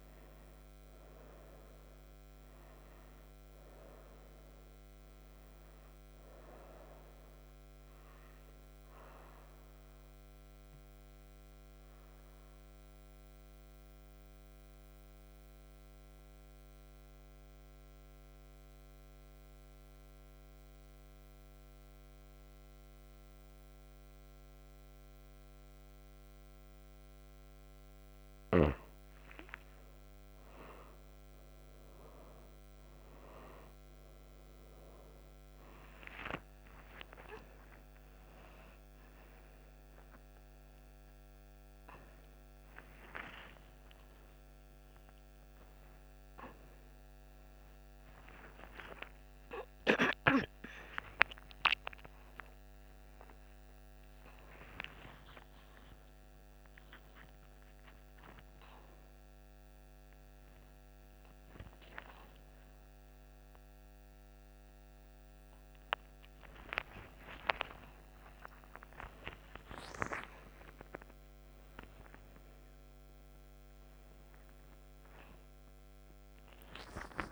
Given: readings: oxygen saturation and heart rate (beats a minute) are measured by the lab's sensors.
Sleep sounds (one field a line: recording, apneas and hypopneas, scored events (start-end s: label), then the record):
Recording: a person awake in a sleep study, by a microphone on the trachea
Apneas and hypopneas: 1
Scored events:
10.50-27.50 s: obstructive apnea (oxygen 94% before, 86% lowest, heart rate 74 before, 58 extreme, up 21 after)
30.00-77.32 s: new sleep stage, awake
33.00-46.00 s: oxygen desaturation (device-marked, oxygen 95% before, 89% lowest, heart rate 64 before, 100 extreme)
64.00-77.32 s: oxygen desaturation (device-marked, oxygen 90% before, 86% lowest)
From the record:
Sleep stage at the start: N1 (lightest sleep)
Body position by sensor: on the right side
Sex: female